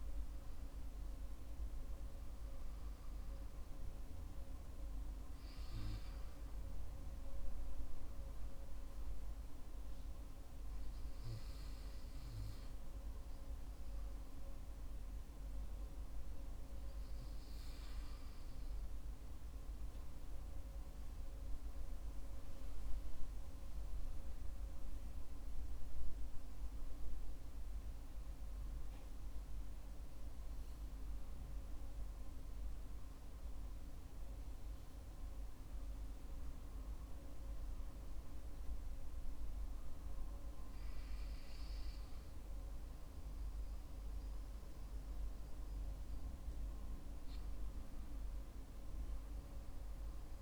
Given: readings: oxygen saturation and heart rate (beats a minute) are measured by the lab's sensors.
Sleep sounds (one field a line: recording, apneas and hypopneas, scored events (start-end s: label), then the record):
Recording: breathing in sleep, hard to hear, by a room microphone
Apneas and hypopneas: 1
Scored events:
8.50-20.50 s: obstructive apnea (oxygen 95% before, 93% lowest, heart rate 59 before, 53 extreme, up 18 after)
23.50-28.00 s: arousal
From the record:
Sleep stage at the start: N2 (light sleep)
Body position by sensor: on the back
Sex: male